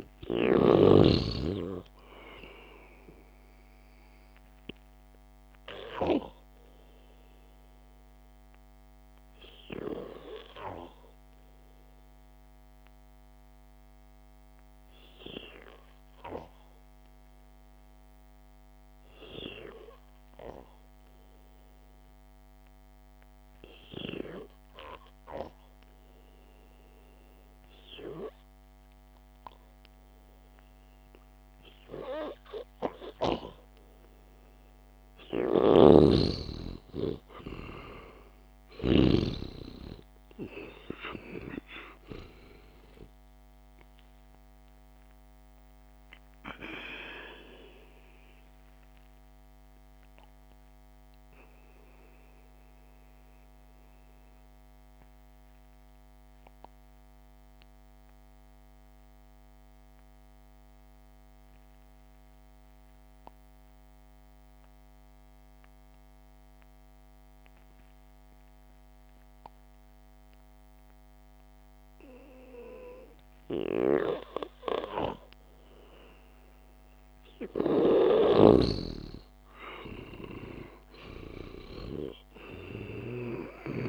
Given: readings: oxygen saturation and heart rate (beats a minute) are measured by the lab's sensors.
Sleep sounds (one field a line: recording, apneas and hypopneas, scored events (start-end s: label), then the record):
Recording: breathing in sleep by a microphone on the trachea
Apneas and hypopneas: 2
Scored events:
0.00-1.00 s: snoring (device-marked)
6.00-33.00 s: hypopnea (oxygen 97% before, 93% lowest, heart rate 56 before, 54 extreme, up 1 after)
35.50-40.00 s: arousal
36.00-39.50 s: snoring (device-marked)
49.00-73.50 s: mixed apnea (oxygen 97% before, 92% lowest, heart rate 59 before, 52 extreme)
76.00-79.50 s: arousal
78.50-83.89 s: snoring (device-marked)
From the record:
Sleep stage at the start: N2 (light sleep)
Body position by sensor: on the back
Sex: male